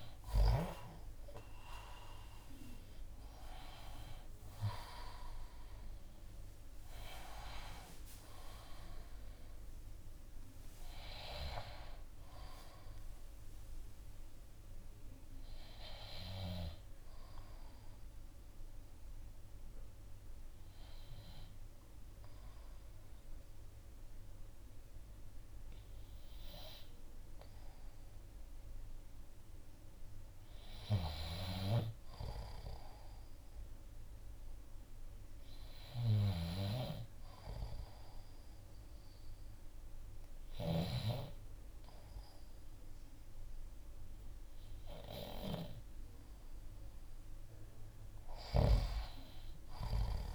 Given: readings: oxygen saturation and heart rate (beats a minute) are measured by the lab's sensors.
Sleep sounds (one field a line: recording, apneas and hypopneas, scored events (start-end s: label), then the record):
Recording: breathing in sleep by a room microphone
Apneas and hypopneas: 1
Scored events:
0.00-15.50 s: oxygen desaturation (device-marked, oxygen 91% lowest, heart rate 60 extreme)
0.50-17.50 s: drop in pulse transit time (device-marked, heart rate 62 before, 66 extreme)
16.00-30.00 s: hypopnea (oxygen 95% before, 91% lowest, heart rate 68 before, 60 extreme, up 1 after)
32.50-36.50 s: arousal
43.50-50.35 s: oxygen desaturation (device-marked, oxygen 97% before, 91% lowest, heart rate 61 before, 58 extreme)
From the record:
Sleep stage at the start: N2 (light sleep)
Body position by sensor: on the left side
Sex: male